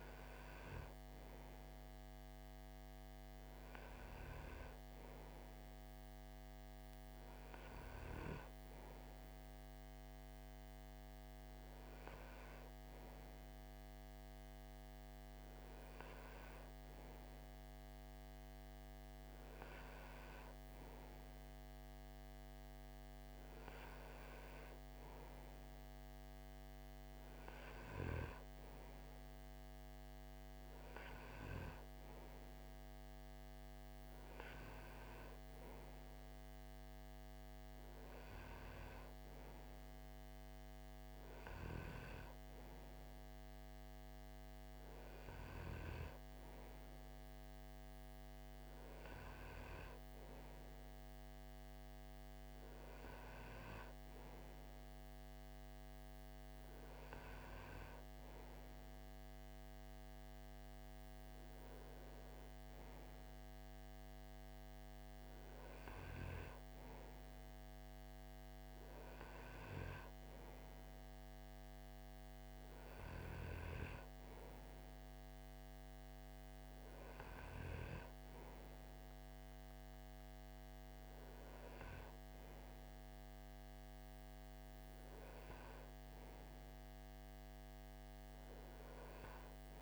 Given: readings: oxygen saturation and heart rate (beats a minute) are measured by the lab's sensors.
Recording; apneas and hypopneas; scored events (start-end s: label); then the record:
breathing in sleep, hard to hear, by a microphone on the trachea; none
none scored
From the record:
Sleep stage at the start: N2 (light sleep); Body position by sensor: on the right side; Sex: male